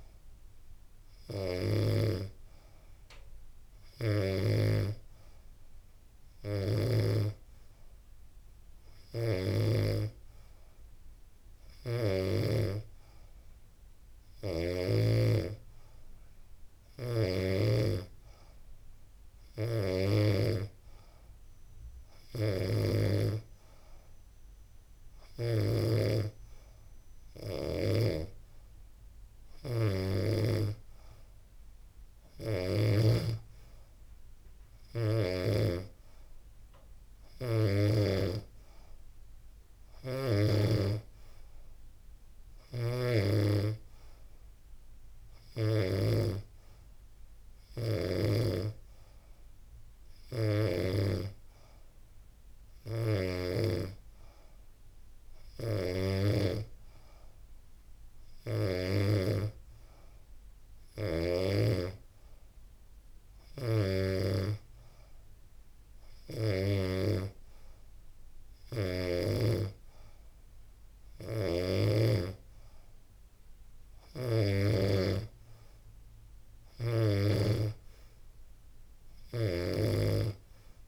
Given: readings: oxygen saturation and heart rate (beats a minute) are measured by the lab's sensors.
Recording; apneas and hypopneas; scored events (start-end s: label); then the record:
breathing in sleep by a room microphone; none
none scored
From the record:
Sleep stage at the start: N3 (deep sleep); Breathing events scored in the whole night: 111 in 5.1 hours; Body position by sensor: on the back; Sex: female